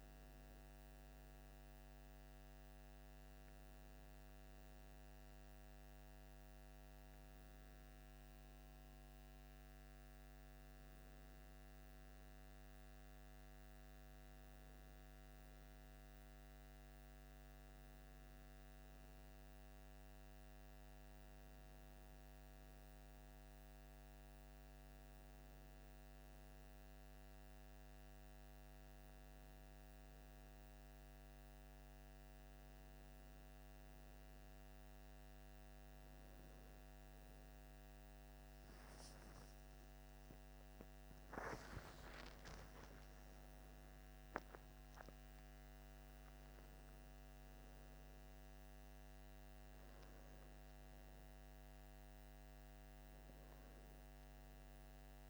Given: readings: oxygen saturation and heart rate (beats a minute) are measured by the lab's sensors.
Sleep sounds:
breathing in sleep, hard to hear, by a microphone on the trachea; none
40.00-45.50 s: arousal
From the record:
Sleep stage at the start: N2 (light sleep); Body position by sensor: on the left side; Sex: male

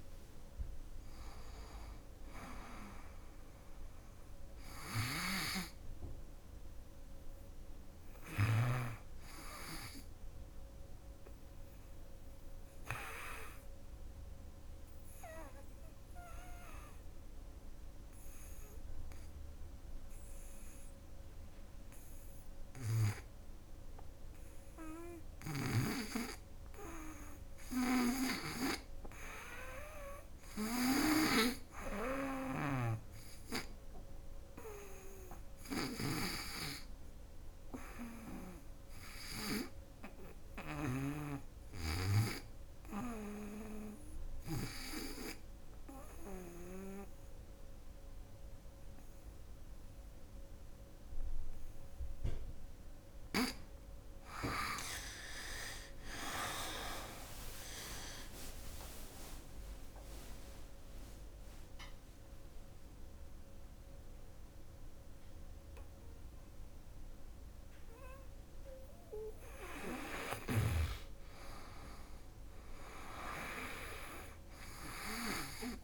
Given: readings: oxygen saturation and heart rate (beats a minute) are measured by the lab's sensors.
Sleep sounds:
breathing in sleep by a room microphone; 3
0.00-1.00 s: oxygen desaturation (device-marked, oxygen 91% lowest, heart rate 66 extreme)
3.00-11.00 s: oxygen desaturation (device-marked, oxygen 93% before, 88% lowest, heart rate 87 before, 66 extreme)
4.00-8.00 s: snoring (device-marked)
12.50-25.00 s: obstructive apnea (oxygen 96% before, 90% lowest, heart rate 92 before, 66 extreme, up 5 after)
28.00-32.50 s: arousal
31.50-40.50 s: snoring (device-marked)
39.00-50.00 s: oxygen desaturation (device-marked, oxygen 98% before, 90% lowest, heart rate 71 before, 69 extreme)
42.00-52.50 s: obstructive apnea (oxygen 100% before, 90% lowest, heart rate 73 before, 72 extreme, up 21 after)
53.50-56.50 s: arousal
58.00-68.00 s: central apnea (oxygen 98% before, 92% lowest, heart rate 75 before, 73 extreme, up 5 after)
69.00-72.50 s: arousal
From the record:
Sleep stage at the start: REM sleep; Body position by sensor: on the back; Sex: female

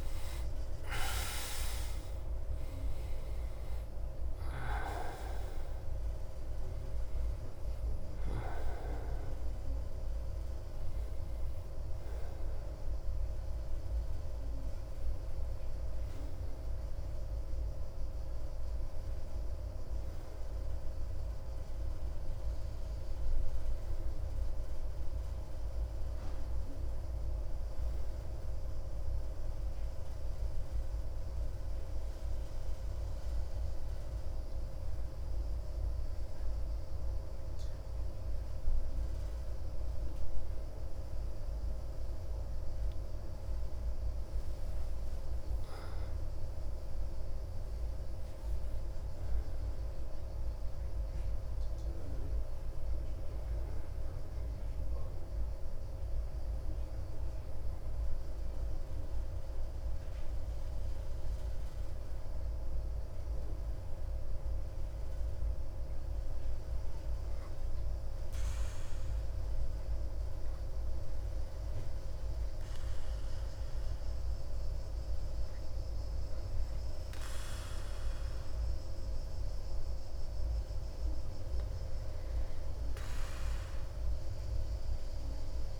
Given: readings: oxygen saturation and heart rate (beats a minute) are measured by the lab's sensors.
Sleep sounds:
breathing in sleep, hard to hear, by a room microphone; none
0.00-2.50 s: arousal
0.00-29.00 s: oxygen desaturation (device-marked, oxygen 81% lowest)
From the record:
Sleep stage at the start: N2 (light sleep); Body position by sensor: on the back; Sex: male

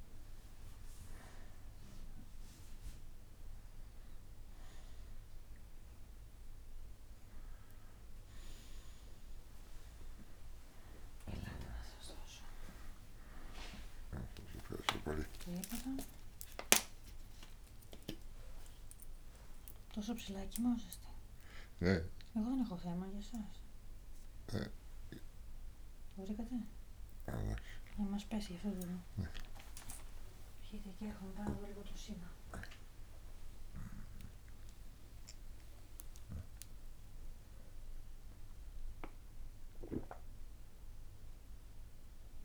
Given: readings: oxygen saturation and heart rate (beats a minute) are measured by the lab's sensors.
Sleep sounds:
a person awake in a sleep study, by a room microphone; none
5.50-11.50 s: bradycardia (device-marked, heart rate 66 before, 55 extreme)
16.50-20.50 s: bradycardia (device-marked, heart rate 66 before, 59 extreme)
27.50-29.50 s: bradycardia (device-marked, heart rate 66 before, 61 extreme)
31.50-34.50 s: bradycardia (device-marked, heart rate 65 before, 55 extreme)
From the record:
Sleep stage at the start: awake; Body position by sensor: on the back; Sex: male

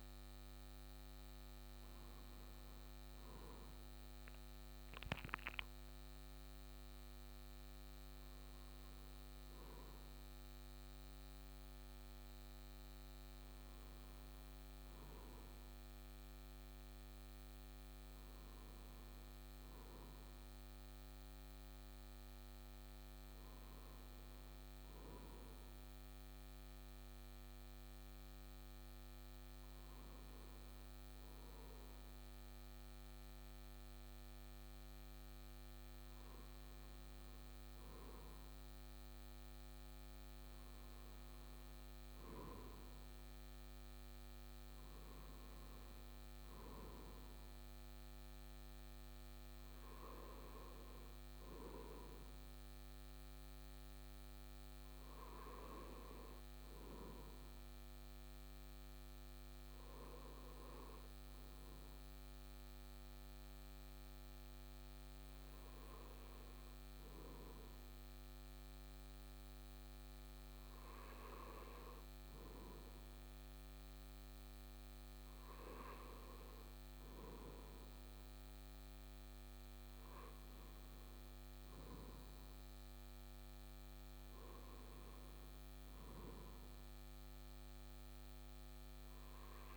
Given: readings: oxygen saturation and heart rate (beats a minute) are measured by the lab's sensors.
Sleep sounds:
breathing in sleep, hard to hear, by a microphone on the trachea; none
none scored
From the record:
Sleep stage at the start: N2 (light sleep); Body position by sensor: on the right side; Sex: male

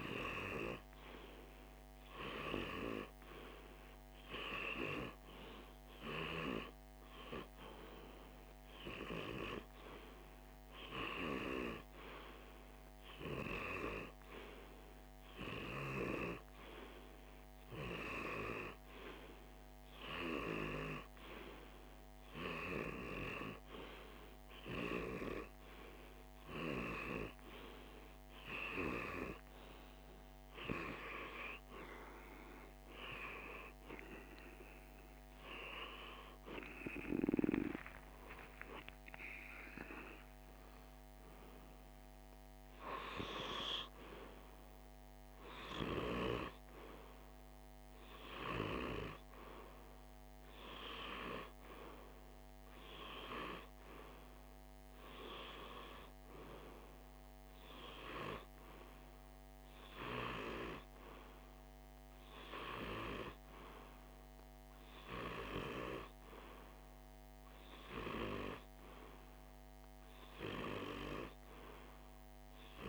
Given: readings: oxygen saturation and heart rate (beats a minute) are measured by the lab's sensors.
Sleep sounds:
breathing in sleep by a microphone on the trachea; none
36.50-41.00 s: arousal
From the record:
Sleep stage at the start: REM sleep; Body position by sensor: on the left side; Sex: male

